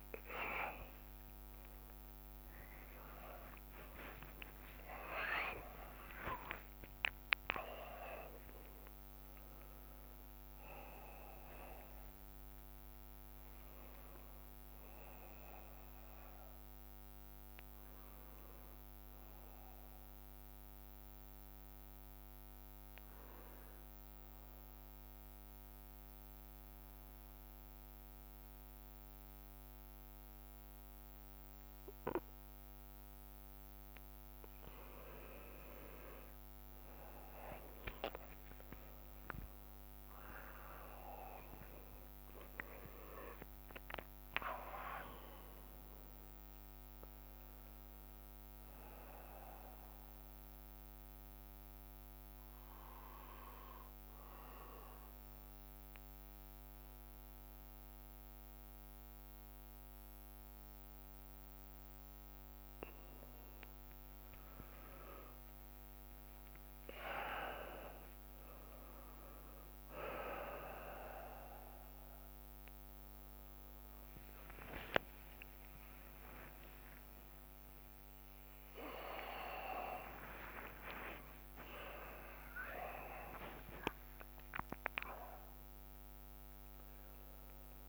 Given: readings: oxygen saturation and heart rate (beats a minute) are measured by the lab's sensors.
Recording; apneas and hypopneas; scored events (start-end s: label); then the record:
a person partly awake in a sleep study, by a microphone on the trachea; 2
0.00-3.50 s: arousal
1.00-14.00 s: drop in pulse transit time (device-marked, heart rate 68 before, 28 extreme)
2.00-4.00 s: long interval between heartbeats (device-marked, heart rate 70 before, 89 extreme)
5.00-14.00 s: bradycardia (device-marked, heart rate 57 before, 28 extreme)
5.50-7.50 s: long interval between heartbeats (device-marked, heart rate 76 before, 79 extreme)
12.50-14.50 s: long interval between heartbeats (device-marked, heart rate 77 before, 49 extreme)
17.50-19.50 s: long interval between heartbeats (device-marked, heart rate 75 before, 73 extreme)
19.00-87.89 s: bradycardia (device-marked)
20.00-35.00 s: obstructive apnea (oxygen 95% before, 92% lowest)
37.00-42.50 s: arousal
42.00-65.00 s: oxygen desaturation (device-marked, oxygen 96% before, 92% lowest)
50.50-64.00 s: obstructive apnea (oxygen 96% before, 92% lowest)
52.50-54.50 s: long interval between heartbeats (device-marked)
61.00-87.89 s: new sleep stage, awake
63.00-65.00 s: long interval between heartbeats (device-marked)
68.50-70.50 s: long interval between heartbeats (device-marked)
From the record:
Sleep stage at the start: N2 (light sleep); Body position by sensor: on the right side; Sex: male